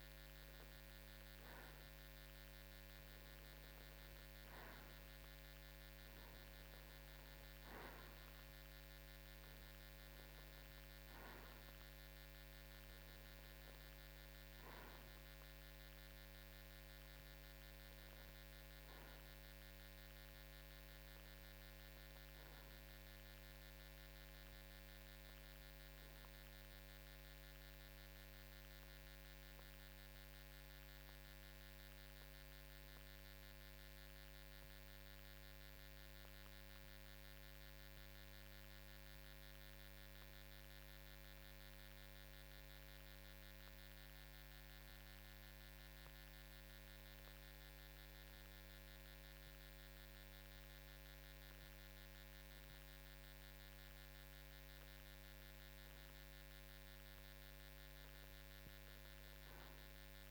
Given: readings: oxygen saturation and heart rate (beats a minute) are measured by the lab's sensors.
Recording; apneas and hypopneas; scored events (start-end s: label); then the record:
breathing in sleep, hard to hear, by a microphone on the trachea; 1
30.00-52.00 s: obstructive apnea (oxygen 93% before, 92% lowest, heart rate 56 before, 52 extreme, up 2 after)
54.00-57.50 s: arousal
From the record:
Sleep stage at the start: N2 (light sleep); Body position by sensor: on the right side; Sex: male